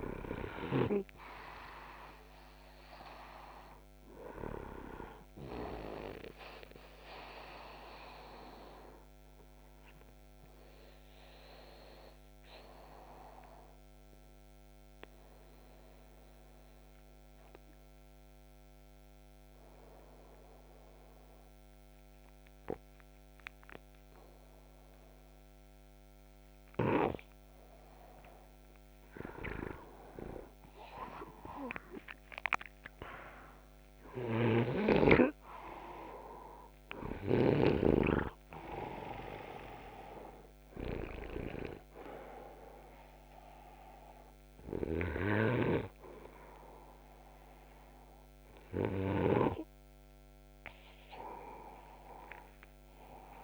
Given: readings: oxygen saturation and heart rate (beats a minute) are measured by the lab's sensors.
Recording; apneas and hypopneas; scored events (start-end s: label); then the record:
breathing in sleep by a microphone on the trachea; 1
11.50-25.00 s: obstructive apnea (oxygen 98% before, 93% lowest, heart rate 162 before, 106 extreme)
27.00-31.50 s: arousal
33.50-37.00 s: snoring (device-marked)
44.50-48.50 s: snoring (device-marked)
47.00-53.44 s: oxygen desaturation (device-marked, oxygen 96% before, 93% lowest, heart rate 150 before, 93 extreme)
From the record:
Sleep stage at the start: N2 (light sleep); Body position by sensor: upright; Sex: male